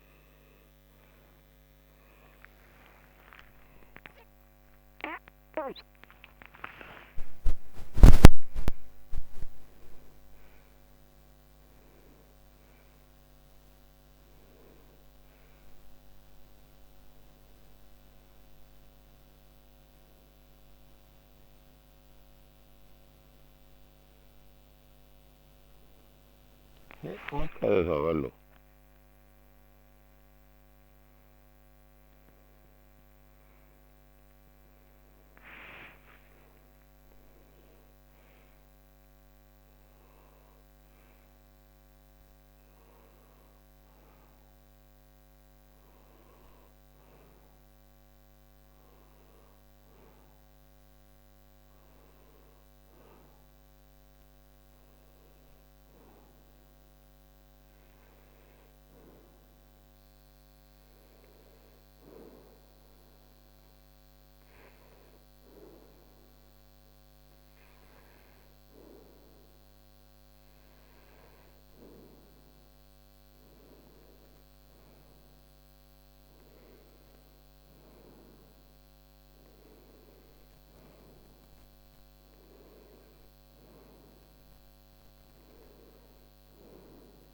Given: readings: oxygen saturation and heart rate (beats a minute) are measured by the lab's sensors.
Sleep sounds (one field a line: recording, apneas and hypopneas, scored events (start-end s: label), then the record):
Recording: a person partly awake in a sleep study, by a microphone on the trachea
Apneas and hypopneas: 1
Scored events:
3.00-5.00 s: long interval between heartbeats (device-marked, heart rate 94 before, 97 extreme)
12.00-14.00 s: long interval between heartbeats (device-marked, heart rate 94 before, 103 extreme)
27.00-29.00 s: long interval between heartbeats (device-marked, heart rate 94 before, 99 extreme)
36.50-66.50 s: new sleep stage, N1 (lightest sleep)
45.00-47.00 s: long interval between heartbeats (device-marked, heart rate 90 before, 83 extreme)
50.50-52.50 s: long interval between heartbeats (device-marked, heart rate 87 before, 81 extreme)
59.00-70.50 s: hypopnea (oxygen 97% before, 92% lowest)
66.50-87.34 s: new sleep stage, N2 (light sleep)
73.50-78.00 s: arousal
81.50-87.34 s: oxygen desaturation (device-marked, oxygen 96% before, 92% lowest)
From the record:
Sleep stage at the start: awake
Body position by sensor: on the right side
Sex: male